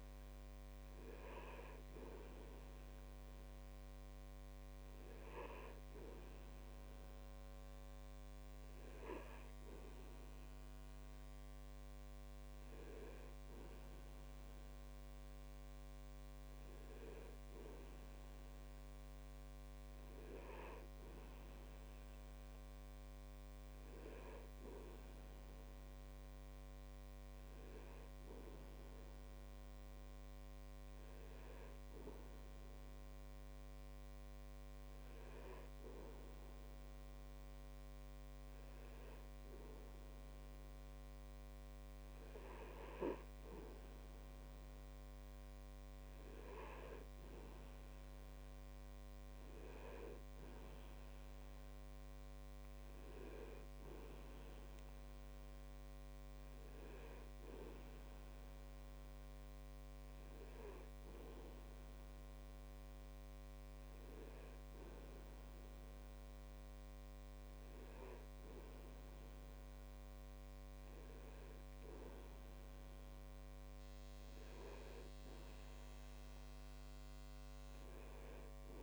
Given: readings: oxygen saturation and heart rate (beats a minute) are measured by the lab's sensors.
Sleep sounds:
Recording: breathing in sleep by a microphone on the trachea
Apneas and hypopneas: none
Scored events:
75.00-78.50 s: arousal
From the record:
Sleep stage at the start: N2 (light sleep)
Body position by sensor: on the back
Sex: male

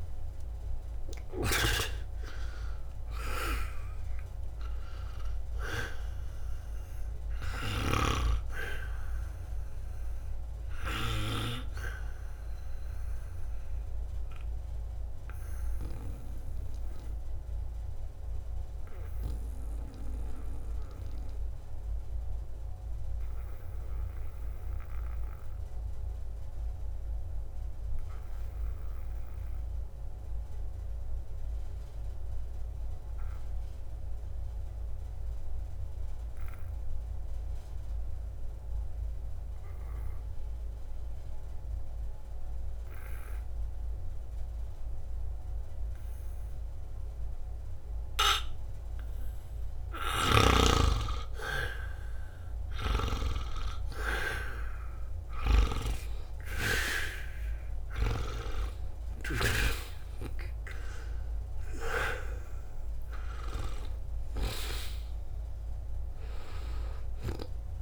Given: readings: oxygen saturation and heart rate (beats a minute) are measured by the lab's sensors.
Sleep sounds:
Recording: breathing in sleep by a room microphone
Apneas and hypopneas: 1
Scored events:
0.00-5.50 s: oxygen desaturation (device-marked, oxygen 91% lowest, heart rate 60 extreme)
9.00-52.50 s: obstructive apnea (oxygen 99% before, 79% lowest, heart rate 60 before, 60 extreme, up 9 after)
11.50-34.50 s: oxygen desaturation (device-marked, oxygen 93% before, 79% lowest, heart rate 61 before, 60 extreme)
46.50-67.82 s: oxygen desaturation (device-marked, oxygen 99% before, 80% lowest, heart rate 60 before, 60 extreme)
55.00-59.50 s: arousal
From the record:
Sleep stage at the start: N2 (light sleep)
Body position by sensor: on the back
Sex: male

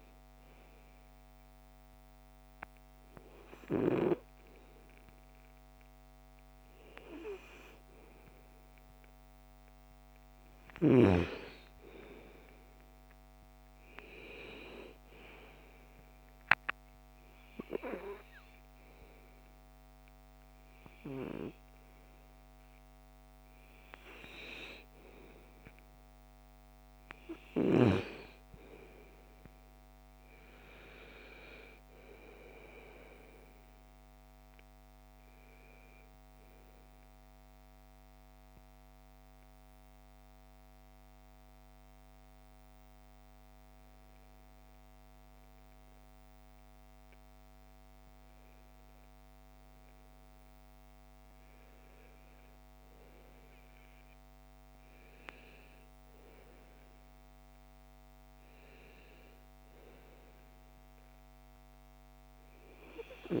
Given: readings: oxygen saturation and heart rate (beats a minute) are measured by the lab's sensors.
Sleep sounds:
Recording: breathing in sleep by a microphone on the trachea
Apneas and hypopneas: 1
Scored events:
9.00-27.00 s: oxygen desaturation (device-marked, oxygen 98% before, 94% lowest, heart rate 64 before, 55 extreme)
38.00-48.50 s: hypopnea (oxygen 96% before, 94% lowest, heart rate 66 before, 55 extreme, up 7 after)
50.50-55.00 s: arousal
From the record:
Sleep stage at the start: REM sleep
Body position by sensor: on the right side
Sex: female

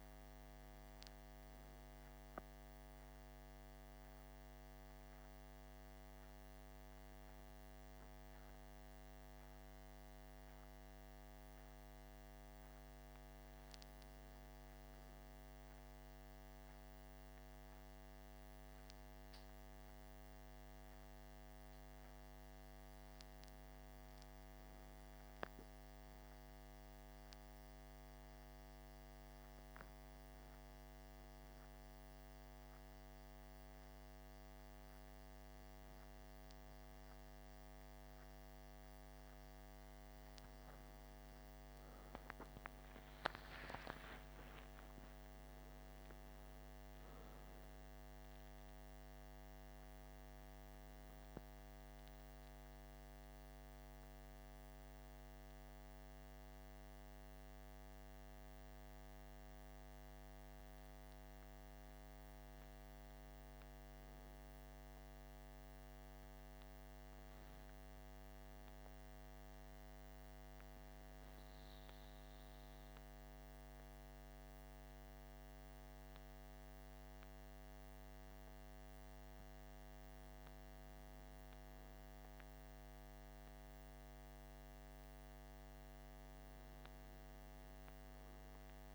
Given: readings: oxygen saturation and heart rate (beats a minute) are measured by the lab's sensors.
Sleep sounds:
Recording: breathing in sleep, hard to hear, by a microphone on the trachea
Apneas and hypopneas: 3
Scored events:
0.00-10.50 s: oxygen desaturation (device-marked, oxygen 93% lowest, heart rate 55 extreme)
4.50-14.50 s: obstructive apnea (oxygen 97% before, 93% lowest, heart rate 58 before, 55 extreme, up 3 after)
16.50-88.95 s: new sleep stage, N2 (light sleep)
19.00-23.50 s: arousal
29.00-39.50 s: hypopnea (oxygen 97% before, 93% lowest, heart rate 60 before, 55 extreme, up 8 after)
43.50-46.50 s: arousal
46.50-60.50 s: oxygen desaturation (device-marked, oxygen 96% before, 93% lowest, heart rate 57 before, 55 extreme)
69.00-84.00 s: hypopnea (oxygen 96% before, 94% lowest, heart rate 58 before, 56 extreme, up 4 after)
From the record:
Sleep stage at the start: N1 (lightest sleep)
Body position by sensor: on the back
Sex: male

